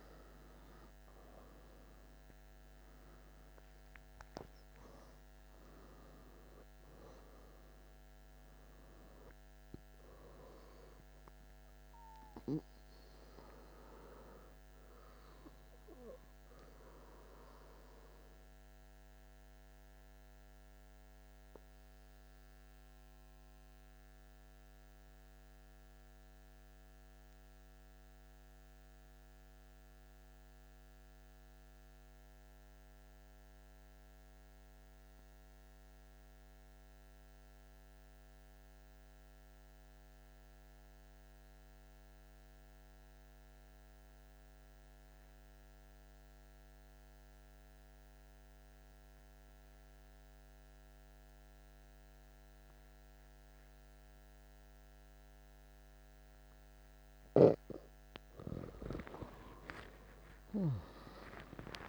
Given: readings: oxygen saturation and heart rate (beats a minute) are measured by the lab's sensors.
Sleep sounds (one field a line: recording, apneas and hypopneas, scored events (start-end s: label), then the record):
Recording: breathing in sleep by a microphone on the trachea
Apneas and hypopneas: 1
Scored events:
0.00-21.50 s: oxygen desaturation (device-marked, oxygen 91% lowest)
11.50-56.00 s: obstructive apnea (oxygen 97% before, 91% lowest)
54.50-61.88 s: oxygen desaturation (device-marked, oxygen 96% before, 91% lowest)
57.50-61.88 s: arousal
59.50-61.88 s: new sleep stage, N1 (lightest sleep)
From the record:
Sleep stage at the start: N2 (light sleep)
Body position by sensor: on the back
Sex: male